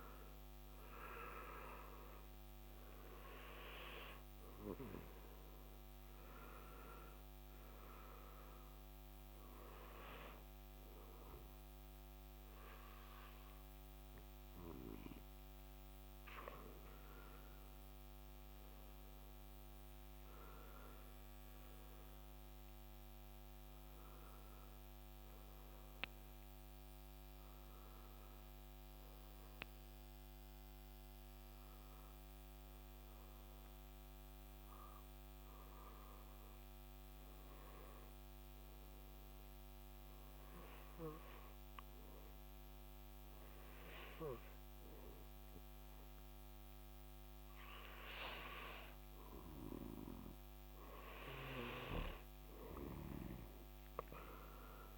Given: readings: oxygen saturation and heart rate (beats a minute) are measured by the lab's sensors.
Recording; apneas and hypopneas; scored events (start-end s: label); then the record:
breathing in sleep by a microphone on the trachea; 1
24.50-28.50 s: arousal
25.50-46.50 s: oxygen desaturation (device-marked, oxygen 96% before, 93% lowest, heart rate 65 before, 63 extreme)
35.50-47.50 s: hypopnea (oxygen 96% before, 92% lowest, heart rate 65 before, 63 extreme, up 5 after)
50.00-53.00 s: arousal
From the record:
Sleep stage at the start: N2 (light sleep); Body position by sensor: on the back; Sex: male